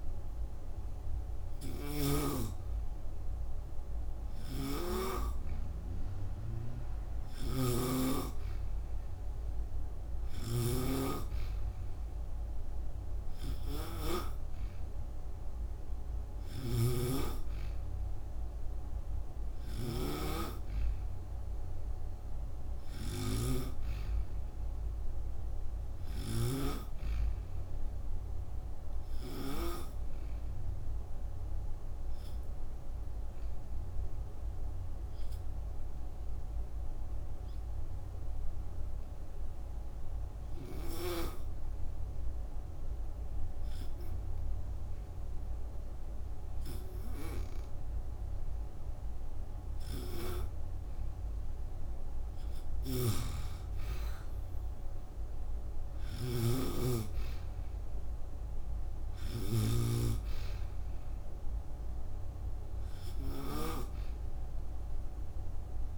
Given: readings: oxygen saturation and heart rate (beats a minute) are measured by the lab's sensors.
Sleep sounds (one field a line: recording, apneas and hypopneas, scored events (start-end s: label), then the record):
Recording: breathing in sleep by a room microphone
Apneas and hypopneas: 1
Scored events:
0.00-5.50 s: oxygen desaturation (device-marked, oxygen 90% lowest, heart rate 29 extreme)
4.00-26.50 s: snoring (device-marked)
25.50-40.50 s: oxygen desaturation (device-marked, oxygen 95% before, 92% lowest)
29.50-48.00 s: hypopnea (oxygen 96% before, 91% lowest)
52.50-63.50 s: snoring (device-marked)
53.00-57.00 s: arousal
64.50-65.98 s: oxygen desaturation (device-marked, oxygen 96% before, 91% lowest)
From the record:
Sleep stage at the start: N2 (light sleep)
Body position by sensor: on the back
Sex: female